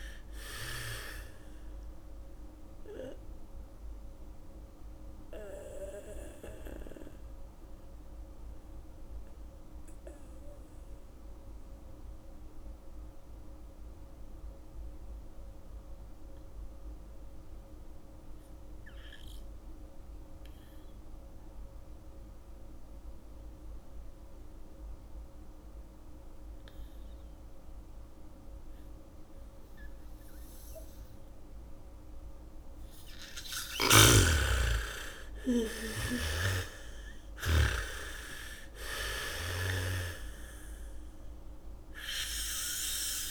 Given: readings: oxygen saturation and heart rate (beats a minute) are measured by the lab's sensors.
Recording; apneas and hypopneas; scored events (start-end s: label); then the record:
breathing in sleep by a room microphone; 1
0.00-14.50 s: oxygen desaturation (device-marked, oxygen 79% lowest, heart rate 43 extreme)
4.00-32.00 s: mixed apnea (oxygen 98% before, 79% lowest, heart rate 63 before, 37 extreme)
28.50-43.31 s: oxygen desaturation (device-marked, oxygen 99% before, 79% lowest, heart rate 74 before, 37 extreme)
29.50-39.50 s: bradycardia (device-marked, heart rate 70 before, 43 extreme)
34.00-38.00 s: snoring (device-marked)
34.00-39.00 s: arousal
From the record:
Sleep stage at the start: N2 (light sleep); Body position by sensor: on the back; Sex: female